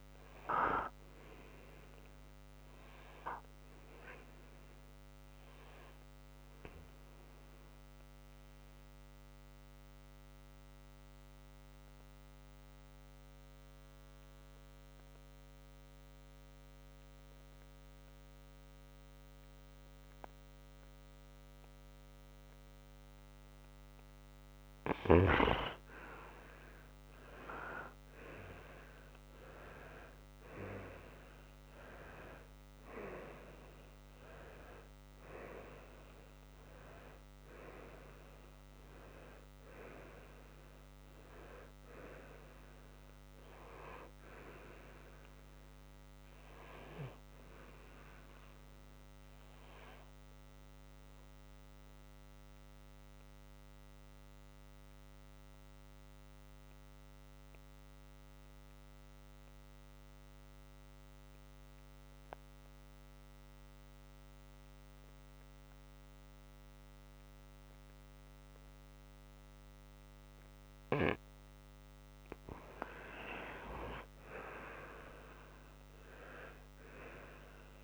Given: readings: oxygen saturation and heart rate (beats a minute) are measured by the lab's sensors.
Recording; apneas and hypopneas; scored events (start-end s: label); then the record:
breathing in sleep by a microphone on the trachea; 2
0.00-19.00 s: oxygen desaturation (device-marked, oxygen 91% lowest, heart rate 58 extreme)
1.50-24.00 s: obstructive apnea (oxygen 96% before, 91% lowest, heart rate 64 before, 58 extreme, up 9 after)
27.00-30.50 s: arousal
46.50-71.50 s: obstructive apnea (oxygen 96% before, 91% lowest, heart rate 67 before, 55 extreme, up 3 after)
50.00-66.00 s: oxygen desaturation (device-marked, oxygen 94% before, 91% lowest, heart rate 66 before, 55 extreme)
74.50-77.84 s: arousal
From the record:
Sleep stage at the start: N2 (light sleep); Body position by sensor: on the right side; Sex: male